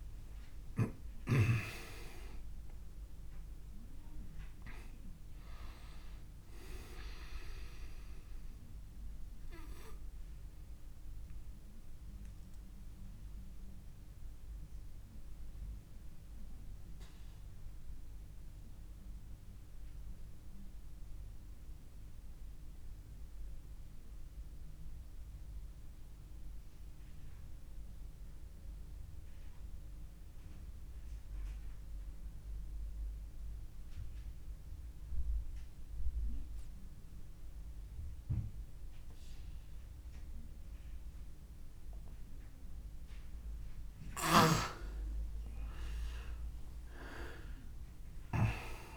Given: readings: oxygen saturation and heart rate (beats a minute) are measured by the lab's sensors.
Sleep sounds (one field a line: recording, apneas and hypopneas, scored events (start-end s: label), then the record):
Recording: breathing in sleep by a room microphone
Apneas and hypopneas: 1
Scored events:
0.00-18.00 s: oxygen desaturation (device-marked, oxygen 91% lowest)
8.50-41.50 s: obstructive apnea (oxygen 99% before, 88% lowest)
20.00-30.00 s: oxygen desaturation (device-marked, oxygen 94% before, 88% lowest)
45.00-48.97 s: arousal
From the record:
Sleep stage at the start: N2 (light sleep)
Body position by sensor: on the back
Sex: male